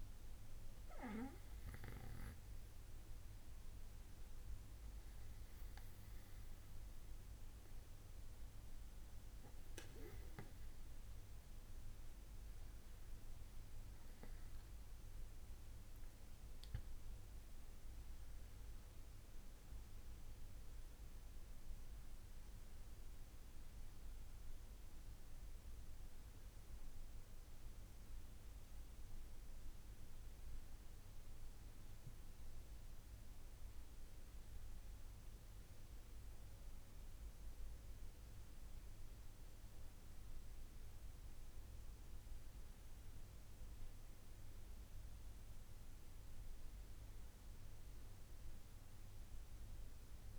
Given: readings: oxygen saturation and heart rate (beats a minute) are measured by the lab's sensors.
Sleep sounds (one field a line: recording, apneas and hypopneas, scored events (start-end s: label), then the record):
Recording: breathing in sleep, hard to hear, by a room microphone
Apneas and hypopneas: none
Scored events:
18.50-50.39 s: new sleep stage, N1 (lightest sleep)
From the record:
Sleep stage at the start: N2 (light sleep)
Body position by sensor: on the back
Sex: male